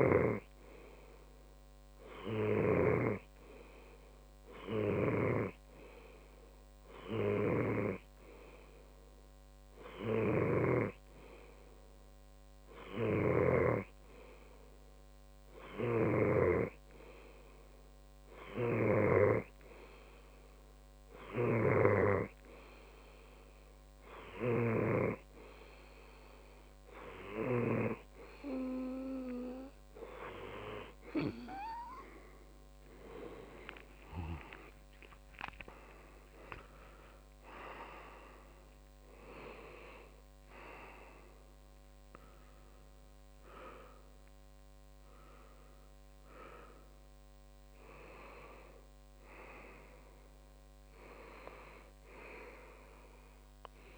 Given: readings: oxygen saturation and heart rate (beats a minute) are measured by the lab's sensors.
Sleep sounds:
breathing in sleep by a microphone on the trachea; none
11.00-14.50 s: snoring (device-marked)
16.50-22.50 s: snoring (device-marked)
34.00-38.00 s: arousal
From the record:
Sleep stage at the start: N2 (light sleep); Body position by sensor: on the left side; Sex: male

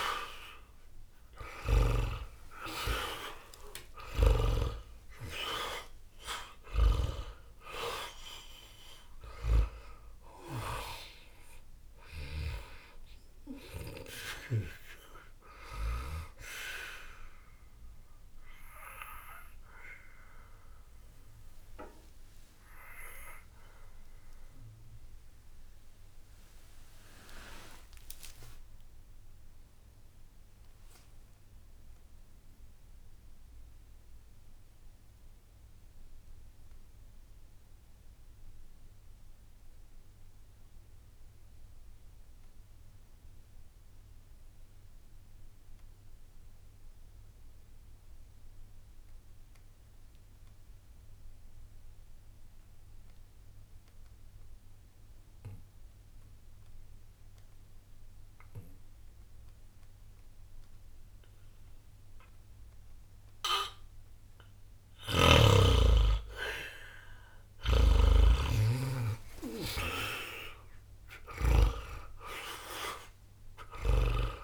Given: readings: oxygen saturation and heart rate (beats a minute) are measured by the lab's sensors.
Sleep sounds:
breathing in sleep by a room microphone; 1
0.00-2.00 s: snoring (device-marked)
0.00-45.50 s: oxygen desaturation (device-marked, oxygen 81% lowest, heart rate 60 extreme)
1.00-5.50 s: arousal
18.00-67.00 s: obstructive apnea (oxygen 97% before, 76% lowest, heart rate 70 before, 60 extreme, up 0 after)
58.50-74.44 s: oxygen desaturation (device-marked, oxygen 100% before, 76% lowest, heart rate 60 before, 60 extreme)
69.00-73.50 s: arousal
From the record:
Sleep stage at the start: N2 (light sleep); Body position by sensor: on the back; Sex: male

